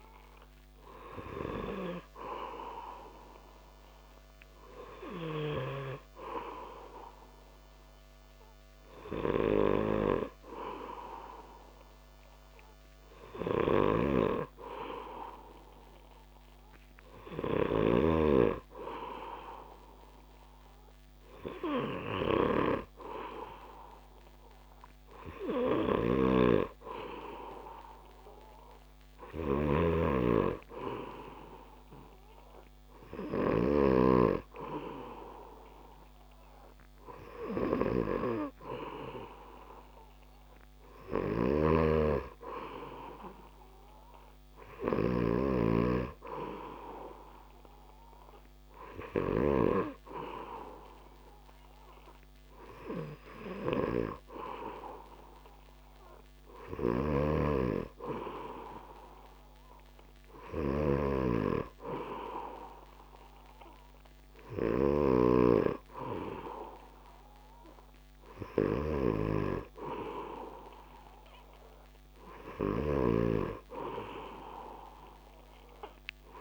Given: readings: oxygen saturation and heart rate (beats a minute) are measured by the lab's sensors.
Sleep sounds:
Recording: breathing in sleep by a microphone on the trachea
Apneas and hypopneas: none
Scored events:
13.00-17.50 s: snoring (device-marked)
25.50-33.50 s: snoring (device-marked)
40.50-45.00 s: snoring (device-marked)
56.50-76.41 s: snoring (device-marked)
From the record:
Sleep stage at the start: N2 (light sleep)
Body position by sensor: on the back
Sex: male

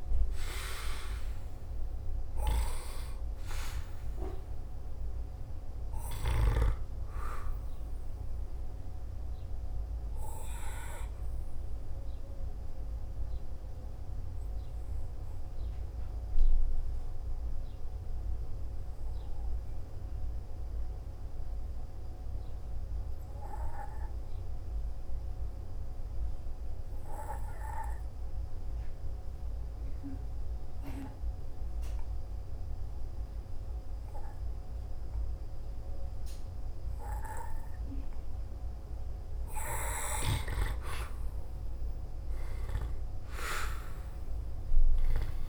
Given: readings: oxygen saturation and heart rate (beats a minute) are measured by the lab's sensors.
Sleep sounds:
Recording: breathing in sleep by a room microphone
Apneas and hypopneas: 1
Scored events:
0.00-37.00 s: oxygen desaturation (device-marked, oxygen 87% lowest, heart rate 56 extreme)
9.00-39.50 s: obstructive apnea (oxygen 98% before, 85% lowest, heart rate 57 before, 56 extreme, up 2 after)
41.50-45.49 s: arousal
From the record:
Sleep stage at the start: N2 (light sleep)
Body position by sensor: on the back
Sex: male

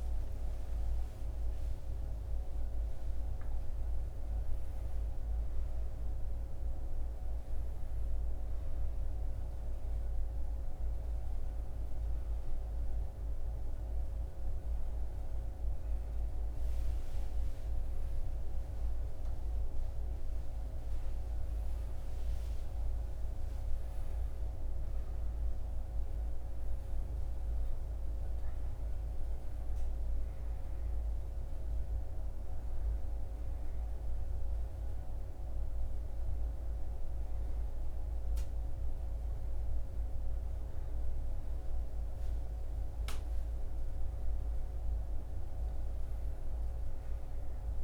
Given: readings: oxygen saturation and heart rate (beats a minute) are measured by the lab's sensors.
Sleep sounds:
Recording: a person awake in a sleep study, hard to hear, by a room microphone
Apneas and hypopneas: none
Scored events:
36.00-47.84 s: new sleep stage, N1 (lightest sleep)
From the record:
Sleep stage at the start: awake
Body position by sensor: on the back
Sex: male

